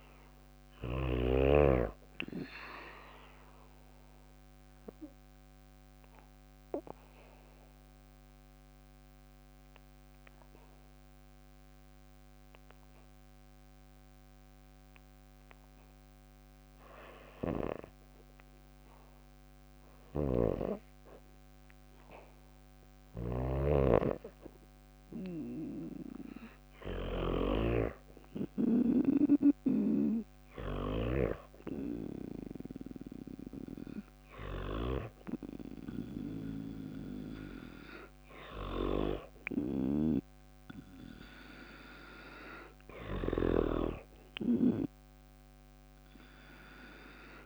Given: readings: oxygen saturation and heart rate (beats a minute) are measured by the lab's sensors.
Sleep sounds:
breathing in sleep by a microphone on the trachea; 1
6.00-19.00 s: obstructive apnea (oxygen 96% before, 93% lowest, heart rate 59 before, 55 extreme, up 2 after)
19.00-47.46 s: snoring (device-marked)
22.00-26.00 s: arousal
29.50-44.50 s: oxygen desaturation (device-marked, oxygen 97% before, 93% lowest, heart rate 56 before, 55 extreme)
From the record:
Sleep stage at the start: N2 (light sleep); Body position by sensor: on the back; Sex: female

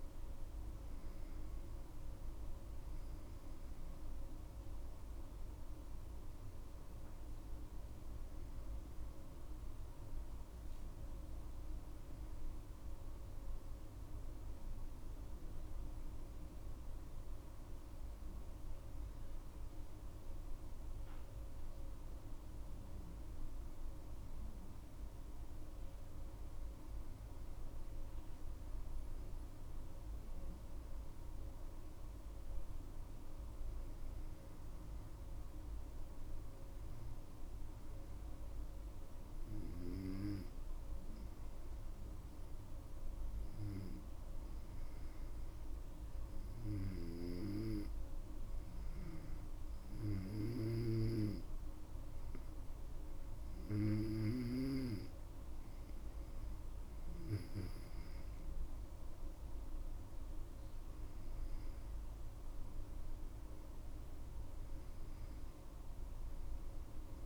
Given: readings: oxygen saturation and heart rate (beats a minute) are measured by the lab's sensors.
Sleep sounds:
breathing in sleep by a room microphone; 1
28.50-54.50 s: obstructive apnea (oxygen 99% before, 97% lowest, heart rate 61 before, 60 extreme, up 7 after)
58.50-62.00 s: arousal
From the record:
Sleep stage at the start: N2 (light sleep); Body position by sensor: on the back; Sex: female

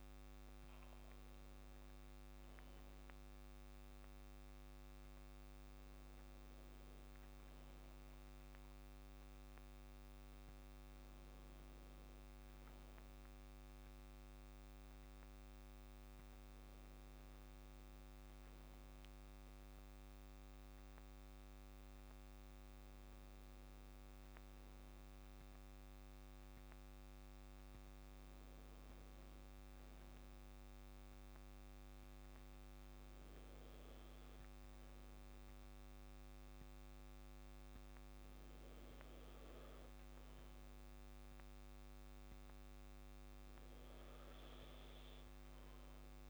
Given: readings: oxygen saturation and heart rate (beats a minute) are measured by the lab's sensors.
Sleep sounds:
breathing in sleep, hard to hear, by a microphone on the trachea; none
none scored
From the record:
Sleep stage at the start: N2 (light sleep); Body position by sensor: on the back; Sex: male

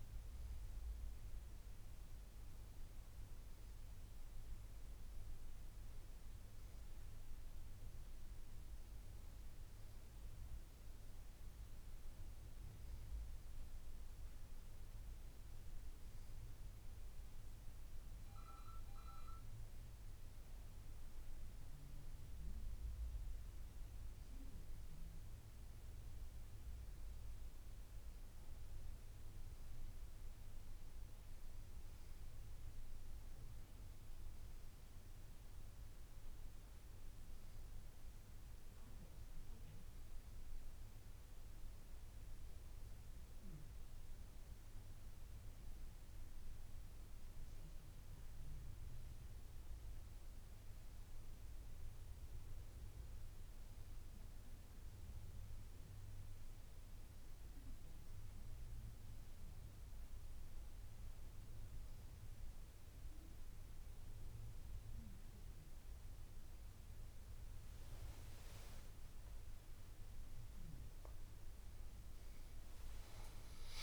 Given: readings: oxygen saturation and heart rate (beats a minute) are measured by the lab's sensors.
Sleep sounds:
breathing in sleep, hard to hear, by a room microphone; none
none scored
From the record:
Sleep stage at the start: N2 (light sleep); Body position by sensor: on the back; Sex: female

